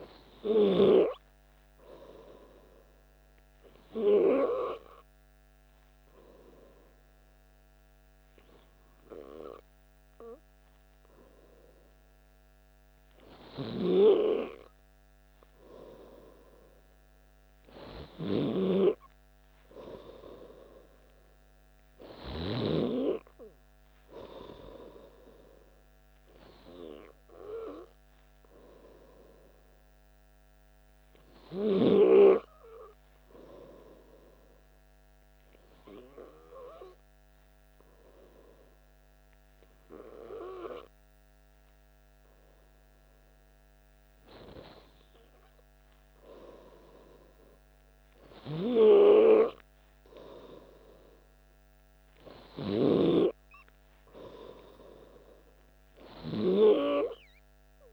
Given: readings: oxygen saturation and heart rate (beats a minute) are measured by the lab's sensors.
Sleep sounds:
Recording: breathing in sleep by a microphone on the trachea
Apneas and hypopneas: 2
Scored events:
0.00-2.00 s: arousal
4.00-15.50 s: hypopnea (oxygen 96% before, 94% lowest, heart rate 61 before, 59 extreme, up 2 after)
17.00-21.00 s: arousal
27.50-44.00 s: hypopnea (oxygen 96% before, 94% lowest, heart rate 60 before, 59 extreme, up 2 after)
46.00-49.50 s: arousal
From the record:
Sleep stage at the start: N2 (light sleep)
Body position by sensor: on the back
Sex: male

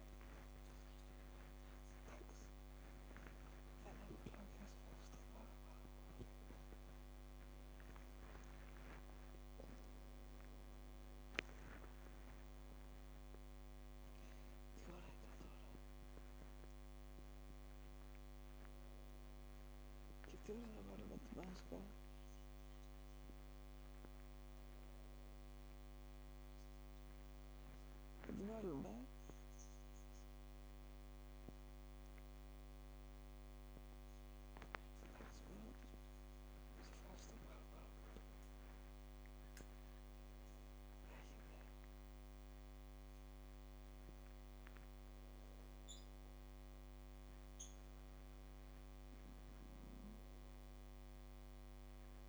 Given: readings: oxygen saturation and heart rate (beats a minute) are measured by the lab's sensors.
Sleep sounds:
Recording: a person awake in a sleep study, by a microphone on the trachea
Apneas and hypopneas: none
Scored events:
none scored
From the record:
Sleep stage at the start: awake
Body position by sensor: on the back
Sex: female

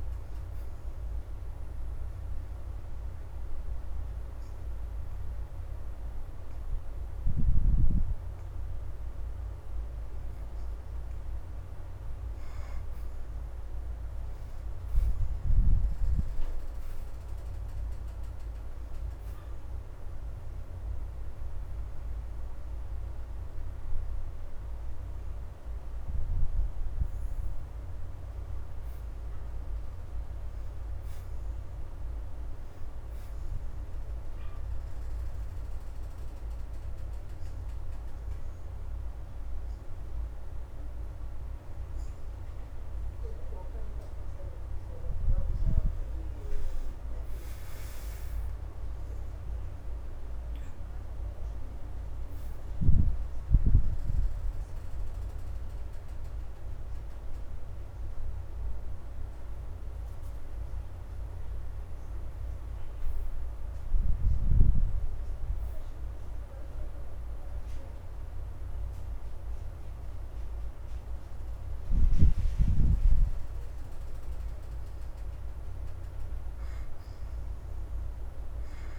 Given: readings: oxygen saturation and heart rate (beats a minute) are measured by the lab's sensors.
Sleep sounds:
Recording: breathing in sleep, hard to hear, by a room microphone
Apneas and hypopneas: 2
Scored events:
1.00-16.00 s: oxygen desaturation (device-marked, oxygen 83% before, 65% lowest, heart rate 82 before, 79 extreme)
2.50-12.50 s: obstructive apnea (oxygen 83% before, 61% lowest, heart rate 82 before, 79 extreme, up 6 after)
15.00-18.00 s: arousal
18.00-37.00 s: oxygen desaturation (device-marked, oxygen 83% before, 61% lowest, heart rate 83 before, 78 extreme)
35.50-45.50 s: hypopnea (oxygen 83% before, 68% lowest, heart rate 82 before, 76 extreme, up 3 after)
42.00-48.00 s: oxygen desaturation (device-marked, oxygen 78% before, 71% lowest, heart rate 82 before, 76 extreme)
46.00-50.50 s: arousal
46.00-76.00 s: new sleep stage, N1 (lightest sleep)
54.00-73.00 s: oxygen desaturation (device-marked, oxygen 81% before, 68% lowest, heart rate 82 before, 76 extreme)
76.00-78.99 s: new sleep stage, N2 (light sleep)
From the record:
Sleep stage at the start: N2 (light sleep)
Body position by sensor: on the back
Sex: female

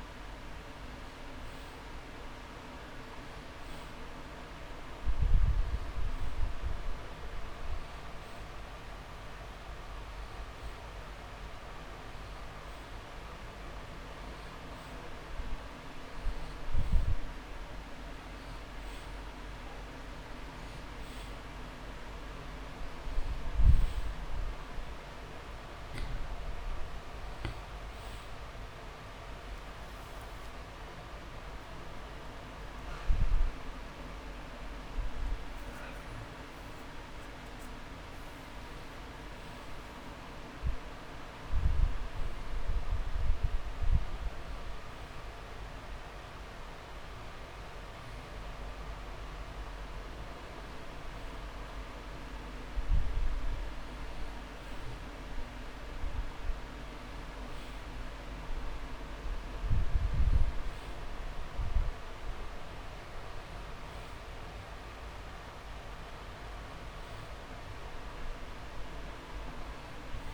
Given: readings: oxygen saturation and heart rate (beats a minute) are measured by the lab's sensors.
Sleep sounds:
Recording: breathing in sleep, hard to hear, by a room microphone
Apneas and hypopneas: none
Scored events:
0.00-8.50 s: oxygen desaturation (device-marked, oxygen 96% lowest)
2.50-4.50 s: long interval between heartbeats (device-marked)
From the record:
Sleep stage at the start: N2 (light sleep)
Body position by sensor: on the back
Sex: male

